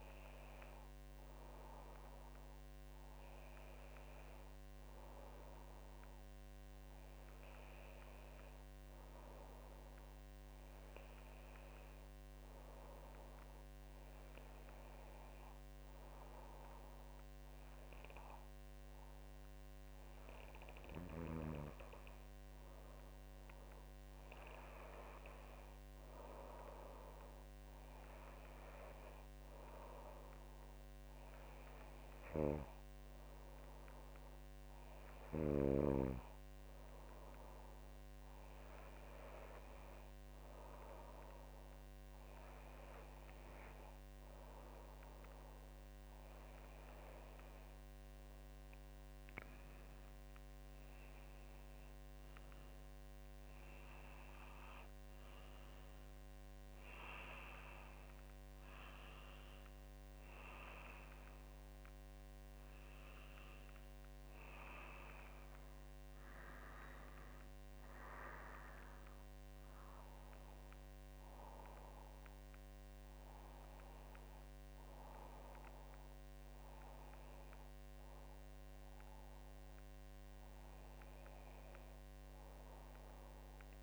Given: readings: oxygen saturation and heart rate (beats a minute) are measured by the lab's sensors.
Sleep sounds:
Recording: breathing in sleep by a microphone on the trachea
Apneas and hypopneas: none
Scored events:
none scored
From the record:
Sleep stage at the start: N2 (light sleep)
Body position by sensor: on the back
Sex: female

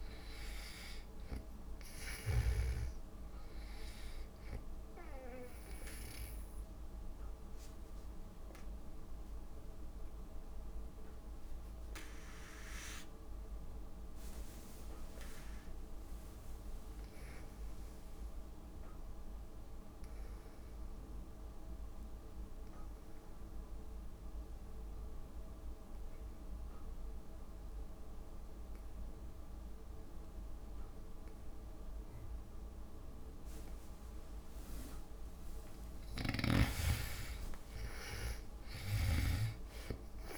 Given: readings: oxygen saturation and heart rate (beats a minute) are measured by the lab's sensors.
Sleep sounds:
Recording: breathing in sleep by a room microphone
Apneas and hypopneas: 1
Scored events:
0.00-3.00 s: snoring (device-marked)
0.00-13.50 s: oxygen desaturation (device-marked, oxygen 74% lowest)
7.00-35.50 s: obstructive apnea (oxygen 97% before, 75% lowest)
32.50-40.38 s: oxygen desaturation (device-marked, oxygen 98% before, 75% lowest)
36.50-40.00 s: snoring (device-marked)
37.00-40.38 s: arousal
From the record:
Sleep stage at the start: N2 (light sleep)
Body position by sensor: on the back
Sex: female

